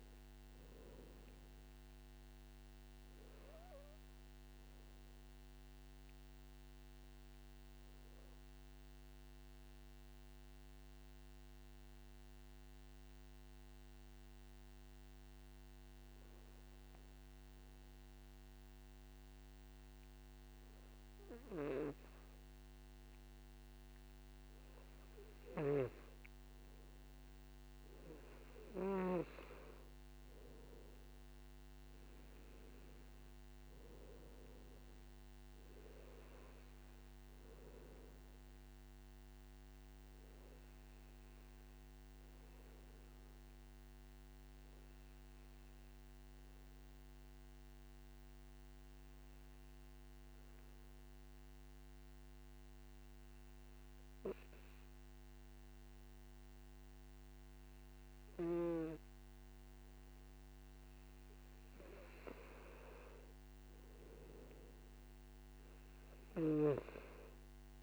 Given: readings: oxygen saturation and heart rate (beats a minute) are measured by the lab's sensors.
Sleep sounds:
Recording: breathing in sleep by a microphone on the trachea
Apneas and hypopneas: 2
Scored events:
0.00-17.50 s: oxygen desaturation (device-marked, oxygen 90% lowest, heart rate 50 extreme)
5.50-21.50 s: obstructive apnea (oxygen 100% before, 90% lowest, heart rate 67 before, 50 extreme, up 6 after)
27.00-31.50 s: arousal
31.50-53.50 s: oxygen desaturation (device-marked, oxygen 99% before, 92% lowest, heart rate 54 before, 52 extreme)
41.00-62.00 s: obstructive apnea (oxygen 99% before, 91% lowest, heart rate 58 before, 50 extreme, up 8 after)
64.50-67.83 s: arousal
66.50-67.83 s: oxygen desaturation (device-marked, oxygen 97% before, 93% lowest, heart rate 57 before, 50 extreme)
From the record:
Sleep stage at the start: N2 (light sleep)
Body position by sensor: on the back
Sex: male

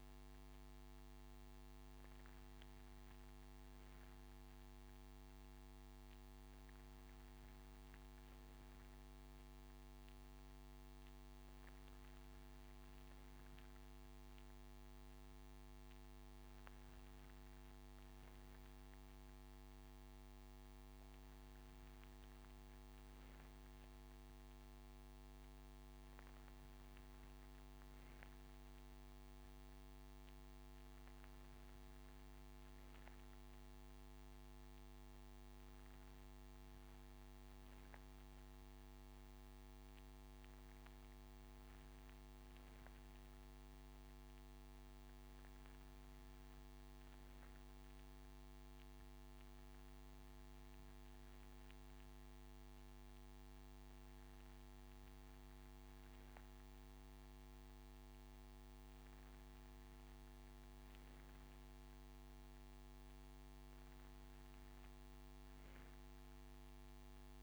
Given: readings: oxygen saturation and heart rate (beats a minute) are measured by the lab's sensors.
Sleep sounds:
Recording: breathing in sleep, hard to hear, by a microphone on the trachea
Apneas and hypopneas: none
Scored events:
none scored
From the record:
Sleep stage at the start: N3 (deep sleep)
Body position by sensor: on the right side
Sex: male

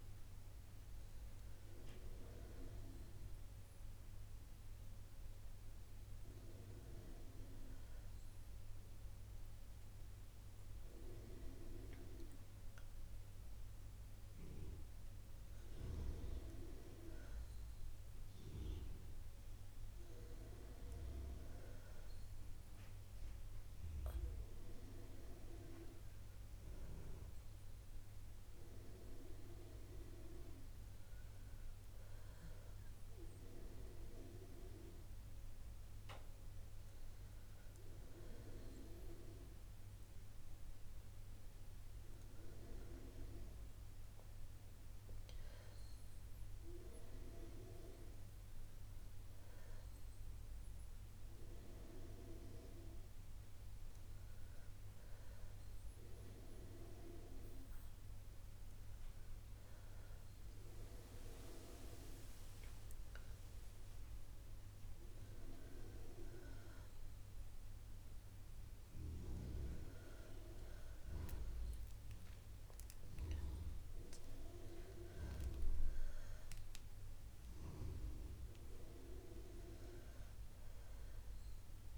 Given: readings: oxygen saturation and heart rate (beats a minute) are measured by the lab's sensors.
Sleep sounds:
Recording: breathing in sleep by a room microphone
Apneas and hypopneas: none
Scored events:
6.50-81.98 s: new sleep stage, N2 (light sleep)
26.50-37.50 s: oxygen desaturation (device-marked, oxygen 95% before, 91% lowest, heart rate 62 before, 59 extreme)
From the record:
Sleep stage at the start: N1 (lightest sleep)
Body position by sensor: on the back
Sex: female

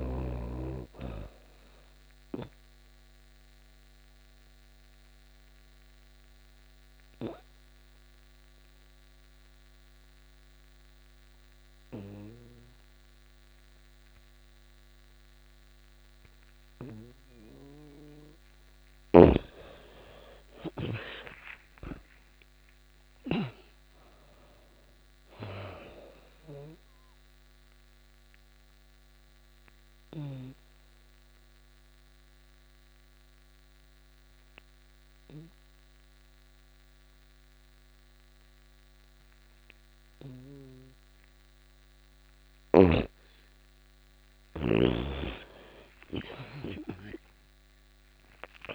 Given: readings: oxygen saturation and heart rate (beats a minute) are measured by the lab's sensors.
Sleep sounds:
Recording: breathing in sleep by a microphone on the trachea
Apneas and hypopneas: 2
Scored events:
0.50-18.50 s: obstructive apnea (oxygen 99% before, 85% lowest)
18.00-22.50 s: snoring (device-marked)
19.50-23.50 s: arousal
20.00-41.00 s: oxygen desaturation (device-marked, oxygen 96% before, 85% lowest)
26.00-42.00 s: obstructive apnea (oxygen 98% before, 85% lowest)
43.50-47.00 s: arousal
From the record:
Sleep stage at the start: N2 (light sleep)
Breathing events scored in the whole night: 397 in 3.1 hours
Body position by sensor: on the back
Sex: female

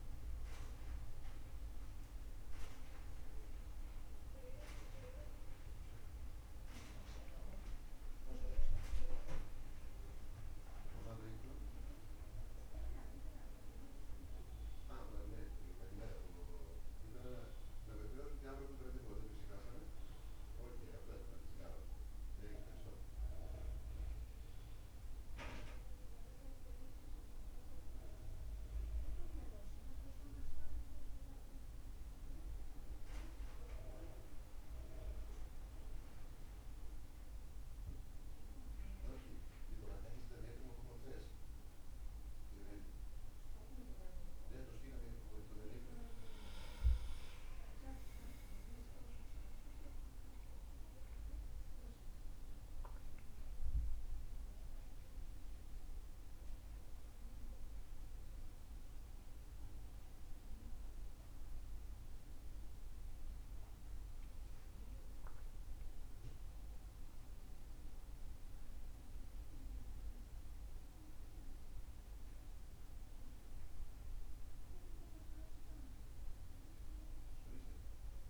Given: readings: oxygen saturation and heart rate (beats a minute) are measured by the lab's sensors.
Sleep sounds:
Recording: breathing in sleep by a room microphone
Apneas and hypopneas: none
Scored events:
2.00-6.00 s: arousal
47.50-51.50 s: arousal
From the record:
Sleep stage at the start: N2 (light sleep)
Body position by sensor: on the back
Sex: male

